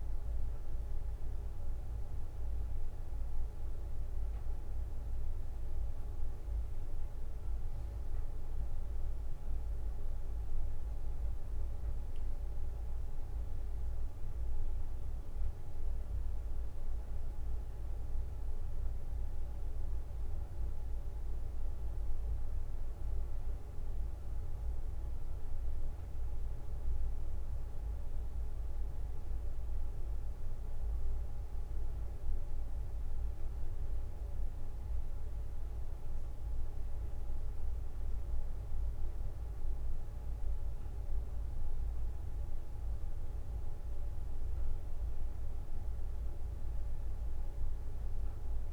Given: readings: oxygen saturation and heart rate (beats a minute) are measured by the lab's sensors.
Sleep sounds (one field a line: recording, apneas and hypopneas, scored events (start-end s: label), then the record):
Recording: a person awake in a sleep study, hard to hear, by a room microphone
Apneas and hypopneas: none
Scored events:
none scored
From the record:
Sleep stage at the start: awake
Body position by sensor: on the back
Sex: male